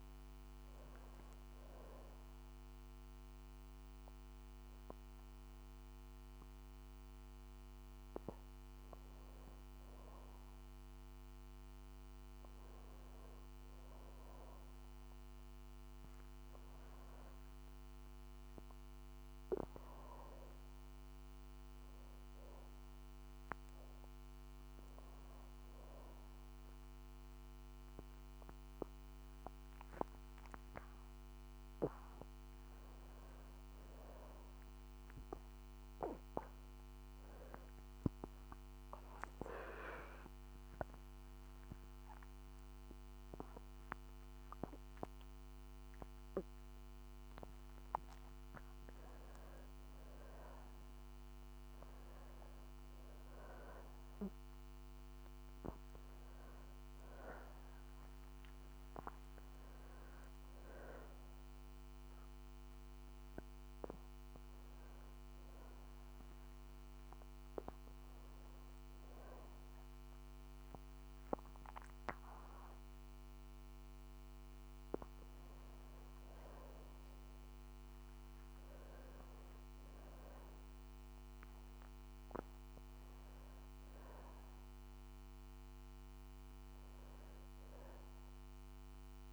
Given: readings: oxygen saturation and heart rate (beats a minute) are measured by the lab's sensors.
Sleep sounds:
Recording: breathing in sleep by a microphone on the trachea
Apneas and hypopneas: 1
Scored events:
28.50-32.50 s: arousal
35.00-47.50 s: hypopnea (oxygen 93% before, 88% lowest, heart rate 63 before, 60 extreme, up 4 after)
52.00-56.50 s: arousal
62.50-74.50 s: oxygen desaturation (device-marked, oxygen 92% before, 88% lowest, heart rate 63 before, 63 extreme)
From the record:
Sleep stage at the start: N2 (light sleep)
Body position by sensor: on the back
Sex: female

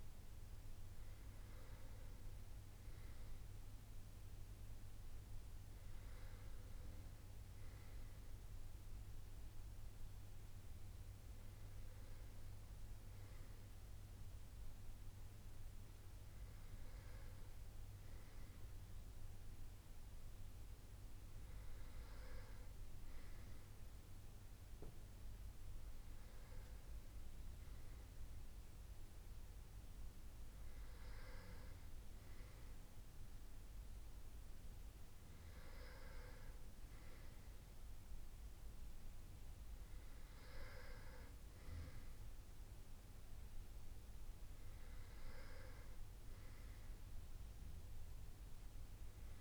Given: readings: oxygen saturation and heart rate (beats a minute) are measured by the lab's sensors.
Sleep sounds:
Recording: breathing in sleep by a room microphone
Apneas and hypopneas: none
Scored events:
none scored
From the record:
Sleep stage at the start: N2 (light sleep)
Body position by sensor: on the right side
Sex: male

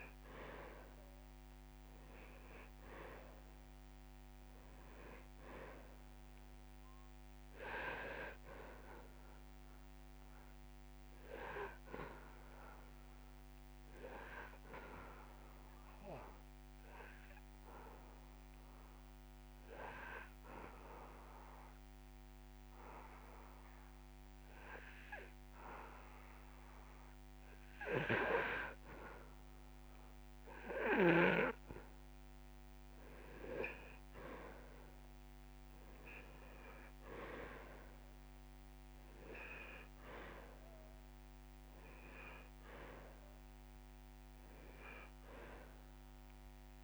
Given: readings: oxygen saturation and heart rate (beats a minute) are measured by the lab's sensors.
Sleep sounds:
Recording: breathing in sleep by a microphone on the trachea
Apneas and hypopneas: 1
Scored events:
2.50-23.50 s: oxygen desaturation (device-marked, oxygen 98% before, 90% lowest)
15.00-28.00 s: obstructive apnea (oxygen 98% before, 90% lowest)
29.50-32.50 s: arousal
37.50-46.84 s: oxygen desaturation (device-marked, oxygen 98% before, 92% lowest)
From the record:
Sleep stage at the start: N2 (light sleep)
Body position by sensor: on the back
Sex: male

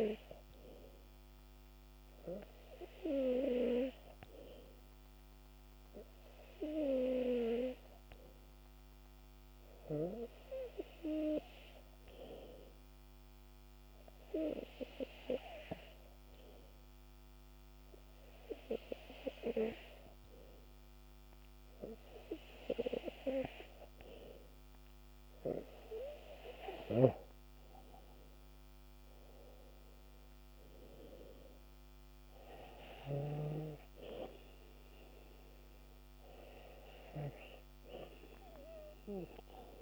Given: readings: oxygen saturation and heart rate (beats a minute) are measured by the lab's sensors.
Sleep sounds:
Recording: breathing in sleep by a microphone on the trachea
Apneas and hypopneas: 1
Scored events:
12.50-25.00 s: hypopnea (oxygen 95% before, 93% lowest, heart rate 69 before, 68 extreme, up 13 after)
26.50-30.00 s: arousal
From the record:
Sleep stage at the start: N2 (light sleep)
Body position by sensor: on the back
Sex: male

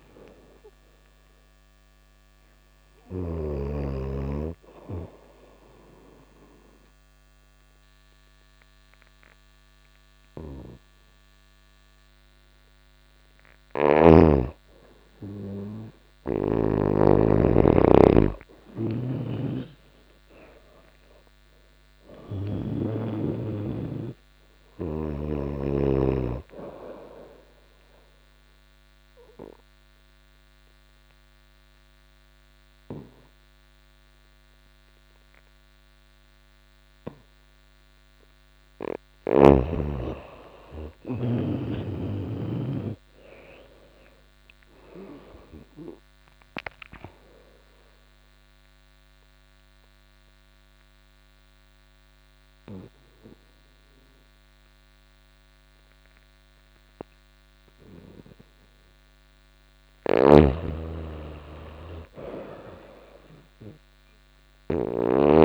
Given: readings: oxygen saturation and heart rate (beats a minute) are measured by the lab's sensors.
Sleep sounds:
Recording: breathing in sleep by a microphone on the trachea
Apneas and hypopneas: 3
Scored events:
0.00-3.00 s: snoring (device-marked)
2.00-13.00 s: oxygen desaturation (device-marked, oxygen 96% before, 90% lowest, heart rate 86 before, 85 extreme)
4.00-14.50 s: obstructive apnea (oxygen 96% before, 89% lowest, heart rate 87 before, 85 extreme, up 11 after)
9.50-13.50 s: snoring (device-marked)
16.00-20.50 s: arousal
18.00-22.00 s: snoring (device-marked)
26.00-41.00 s: oxygen desaturation (device-marked, oxygen 96% before, 89% lowest, heart rate 90 before, 85 extreme)
27.00-38.00 s: obstructive apnea (oxygen 96% before, 89% lowest, heart rate 91 before, 85 extreme, up 5 after)
39.50-43.50 s: arousal
46.50-59.00 s: obstructive apnea (oxygen 96% before, 89% lowest, heart rate 87 before, 85 extreme, up 3 after)
52.00-60.00 s: oxygen desaturation (device-marked, oxygen 96% before, 90% lowest, heart rate 88 before, 85 extreme)
59.50-64.50 s: snoring (device-marked)
60.50-63.50 s: arousal
From the record:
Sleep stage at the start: N2 (light sleep)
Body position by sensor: on the back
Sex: female

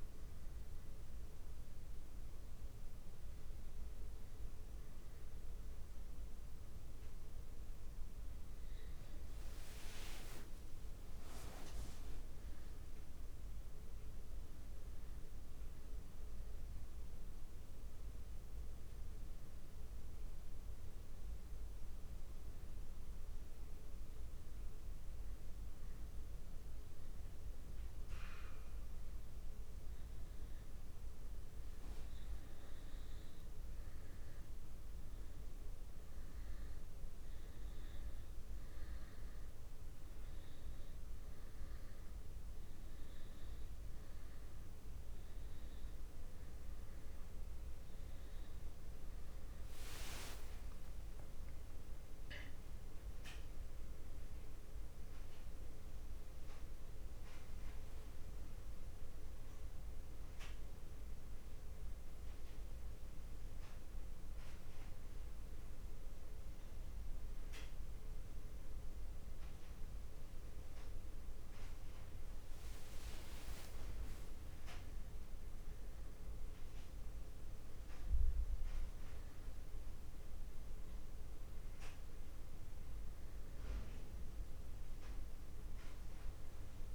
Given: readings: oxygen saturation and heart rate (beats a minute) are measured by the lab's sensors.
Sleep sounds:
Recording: breathing in sleep, hard to hear, by a room microphone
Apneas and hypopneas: 1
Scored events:
9.00-13.00 s: arousal
16.00-29.50 s: obstructive apnea (oxygen 99% before, 96% lowest)
49.50-54.50 s: arousal
72.50-77.00 s: arousal
From the record:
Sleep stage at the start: N2 (light sleep)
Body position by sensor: on the back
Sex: male

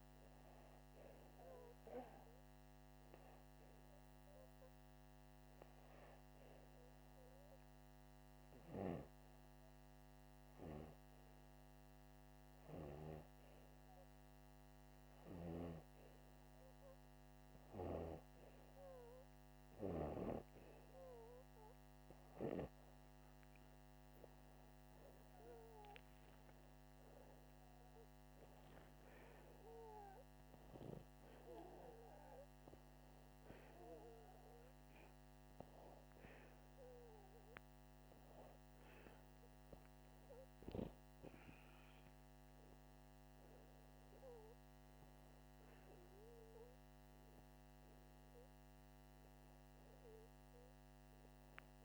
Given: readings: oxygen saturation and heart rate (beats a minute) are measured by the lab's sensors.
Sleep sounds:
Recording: breathing in sleep by a microphone on the trachea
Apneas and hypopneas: 1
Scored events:
6.50-17.50 s: hypopnea (oxygen 98% before, 94% lowest, heart rate 84 before, 83 extreme, up 2 after)
19.50-23.00 s: arousal
From the record:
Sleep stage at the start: N2 (light sleep)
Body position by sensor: upright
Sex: male

